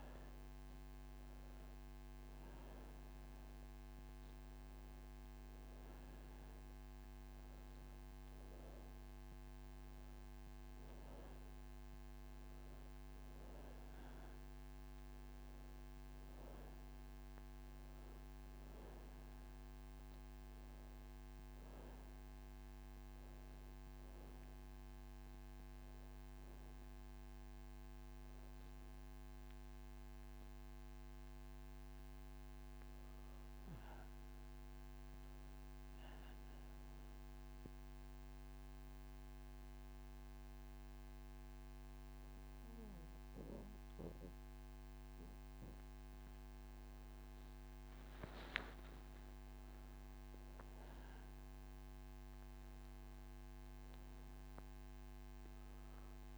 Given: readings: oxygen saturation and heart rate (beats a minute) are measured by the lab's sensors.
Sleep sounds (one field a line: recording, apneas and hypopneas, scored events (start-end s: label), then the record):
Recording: breathing in sleep, hard to hear, by a microphone on the trachea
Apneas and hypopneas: none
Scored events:
0.00-26.00 s: oxygen desaturation (device-marked, oxygen 91% lowest)
From the record:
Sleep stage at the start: N2 (light sleep)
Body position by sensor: on the back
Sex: female